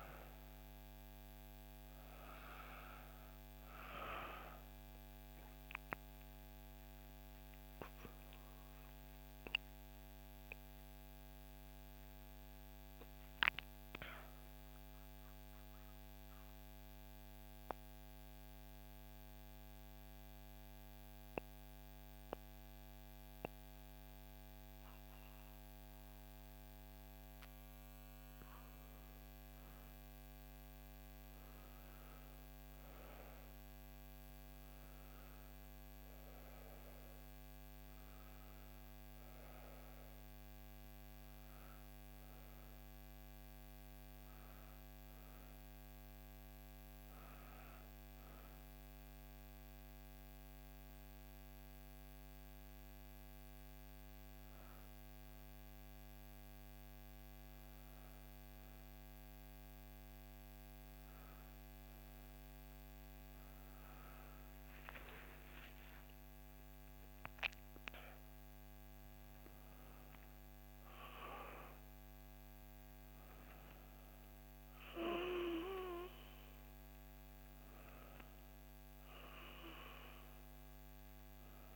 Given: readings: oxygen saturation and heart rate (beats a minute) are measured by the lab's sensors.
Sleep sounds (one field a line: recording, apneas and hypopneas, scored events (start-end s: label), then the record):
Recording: breathing in sleep by a microphone on the trachea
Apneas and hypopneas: 2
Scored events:
0.00-3.00 s: oxygen desaturation (device-marked, oxygen 95% lowest, heart rate 62 extreme)
4.50-27.00 s: obstructive apnea (oxygen 99% before, 92% lowest, heart rate 69 before, 61 extreme, up 1 after)
29.00-54.00 s: oxygen desaturation (device-marked, oxygen 99% before, 92% lowest, heart rate 65 before, 63 extreme)
30.00-33.50 s: arousal
49.00-60.00 s: obstructive apnea (oxygen 99% before, 91% lowest, heart rate 64 before, 64 extreme, up 4 after)
63.50-67.50 s: arousal
From the record:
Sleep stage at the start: N1 (lightest sleep)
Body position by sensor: on the back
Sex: female